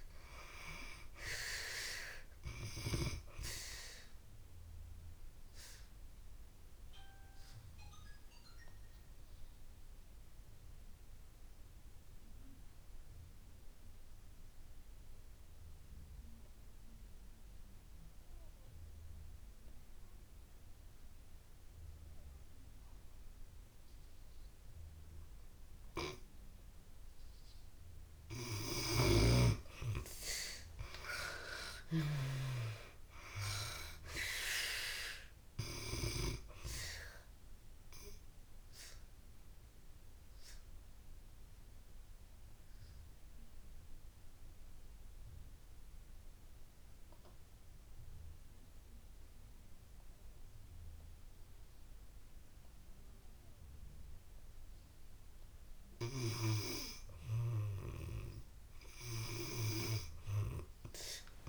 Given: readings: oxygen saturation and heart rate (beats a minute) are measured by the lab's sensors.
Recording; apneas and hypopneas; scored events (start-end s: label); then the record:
breathing in sleep by a room microphone; 2
0.00-22.00 s: oxygen desaturation (device-marked, oxygen 75% lowest)
5.00-27.00 s: obstructive apnea (oxygen 97% before, 74% lowest)
24.00-56.00 s: oxygen desaturation (device-marked, oxygen 96% before, 74% lowest)
29.50-33.50 s: arousal
37.50-56.00 s: obstructive apnea (oxygen 96% before, 74% lowest)
From the record:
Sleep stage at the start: N2 (light sleep); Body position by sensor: on the back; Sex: female